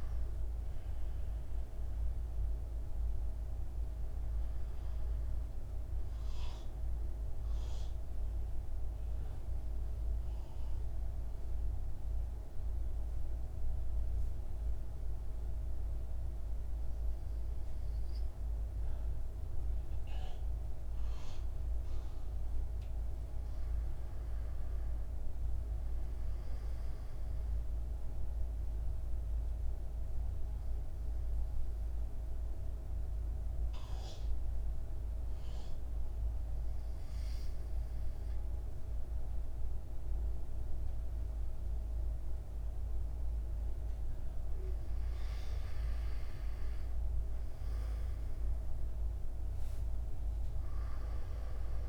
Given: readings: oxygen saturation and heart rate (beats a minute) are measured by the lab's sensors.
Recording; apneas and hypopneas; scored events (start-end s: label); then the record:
breathing in sleep, hard to hear, by a room microphone; 2
0.00-17.50 s: oxygen desaturation (device-marked, oxygen 87% lowest, heart rate 55 extreme)
7.00-22.00 s: central apnea (oxygen 97% before, 88% lowest, heart rate 60 before, 55 extreme, up 5 after)
24.00-27.00 s: arousal
28.50-44.50 s: central apnea (oxygen 99% before, 90% lowest, heart rate 57 before, 56 extreme, up 4 after)
30.50-40.50 s: oxygen desaturation (device-marked, oxygen 98% before, 94% lowest, heart rate 57 before, 56 extreme)
46.00-49.50 s: arousal
49.50-51.89 s: oxygen desaturation (device-marked, oxygen 97% before, 91% lowest, heart rate 57 before, 55 extreme)
From the record:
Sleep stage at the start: N2 (light sleep); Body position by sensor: on the right side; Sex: male